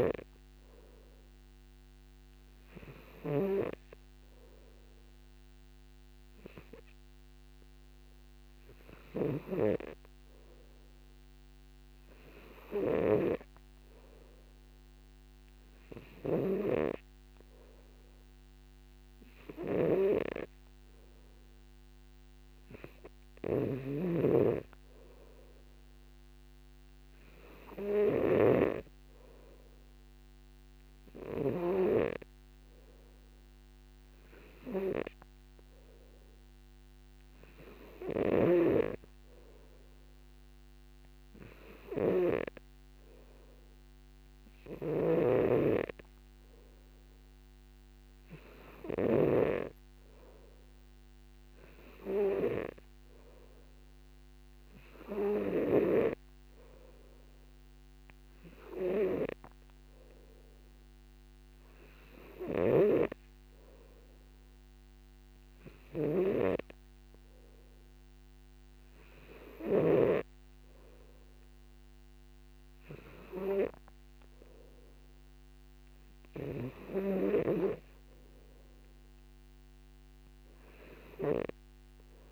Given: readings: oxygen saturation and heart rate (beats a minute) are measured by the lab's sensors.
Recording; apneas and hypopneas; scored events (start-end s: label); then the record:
breathing in sleep by a microphone on the trachea; none
20.00-29.00 s: snoring (device-marked)
29.50-36.50 s: oxygen desaturation (device-marked, oxygen 95% before, 92% lowest, heart rate 60 before, 57 extreme)
38.50-43.00 s: snoring (device-marked)
45.00-50.00 s: snoring (device-marked)
63.00-70.50 s: snoring (device-marked)
From the record:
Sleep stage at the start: N3 (deep sleep); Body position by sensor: on the back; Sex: male